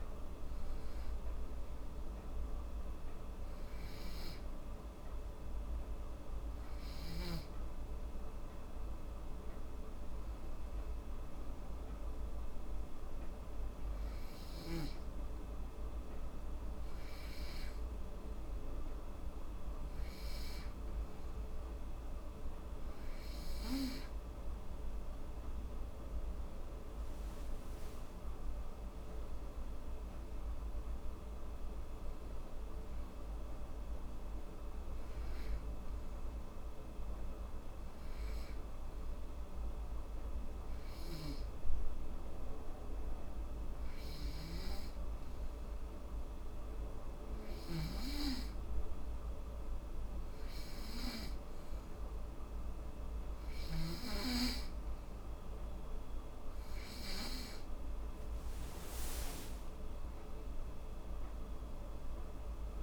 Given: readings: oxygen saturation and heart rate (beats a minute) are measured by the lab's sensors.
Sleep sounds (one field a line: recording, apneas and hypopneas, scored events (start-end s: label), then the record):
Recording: breathing in sleep, hard to hear, by a room microphone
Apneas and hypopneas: 2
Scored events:
0.00-1.50 s: oxygen desaturation (device-marked, oxygen 91% lowest, heart rate 78 extreme)
3.00-19.00 s: hypopnea (oxygen 96% before, 91% lowest, heart rate 82 before, 78 extreme, up 3 after)
22.00-26.50 s: arousal
36.50-55.00 s: hypopnea (oxygen 96% before, 91% lowest, heart rate 83 before, 78 extreme, up 8 after)
55.50-62.50 s: oxygen desaturation (device-marked, oxygen 96% before, 91% lowest, heart rate 82 before, 78 extreme)
58.50-61.50 s: arousal
From the record:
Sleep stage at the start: N2 (light sleep)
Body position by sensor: on the back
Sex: female